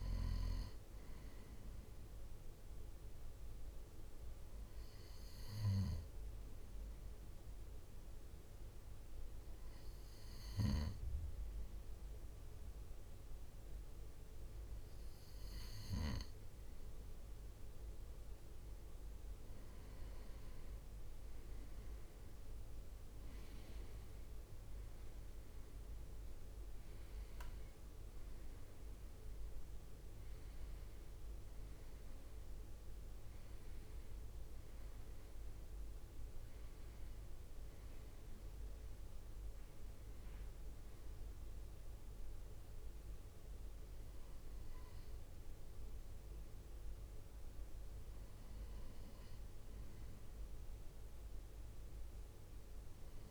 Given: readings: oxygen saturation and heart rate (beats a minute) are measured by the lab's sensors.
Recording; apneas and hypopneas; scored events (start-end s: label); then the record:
breathing in sleep, hard to hear, by a room microphone; 1
4.00-18.00 s: hypopnea (oxygen 96% before, 96% lowest, heart rate 61 before, 58 extreme, up 11 after)
20.00-35.00 s: drop in pulse transit time (device-marked, heart rate 59 before, 60 extreme)
20.50-25.00 s: arousal
From the record:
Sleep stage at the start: N2 (light sleep); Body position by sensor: on the right side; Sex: male